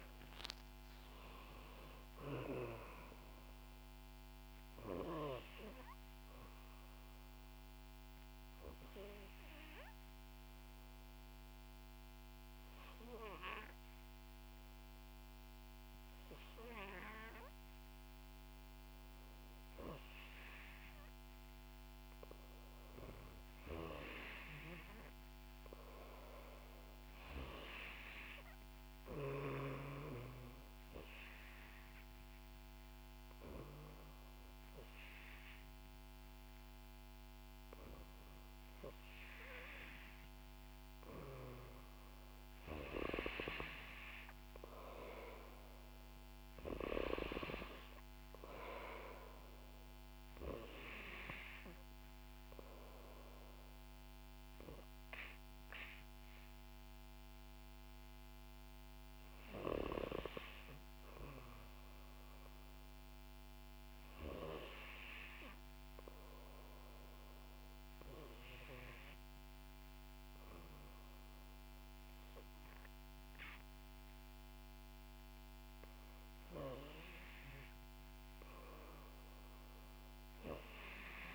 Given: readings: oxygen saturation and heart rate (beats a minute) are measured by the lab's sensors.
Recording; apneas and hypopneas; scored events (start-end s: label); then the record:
breathing in sleep by a microphone on the trachea; 3
0.00-1.50 s: arousal
3.00-20.00 s: oxygen desaturation (device-marked, oxygen 93% before, 88% lowest, heart rate 65 before, 61 extreme)
6.50-21.00 s: obstructive apnea (oxygen 93% before, 88% lowest, heart rate 65 before, 61 extreme, up 6 after)
22.50-26.50 s: arousal
29.00-42.00 s: oxygen desaturation (device-marked, oxygen 95% before, 91% lowest, heart rate 63 before, 58 extreme)
31.00-42.00 s: obstructive apnea (oxygen 95% before, 89% lowest, heart rate 64 before, 58 extreme, up 2 after)
43.00-46.00 s: arousal
48.00-67.00 s: oxygen desaturation (device-marked, oxygen 92% before, 89% lowest, heart rate 65 before, 58 extreme)
64.50-77.00 s: obstructive apnea (oxygen 92% before, 89% lowest, heart rate 63 before, 61 extreme, up 1 after)
79.50-81.35 s: arousal
From the record:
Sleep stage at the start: N3 (deep sleep); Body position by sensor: on the back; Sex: female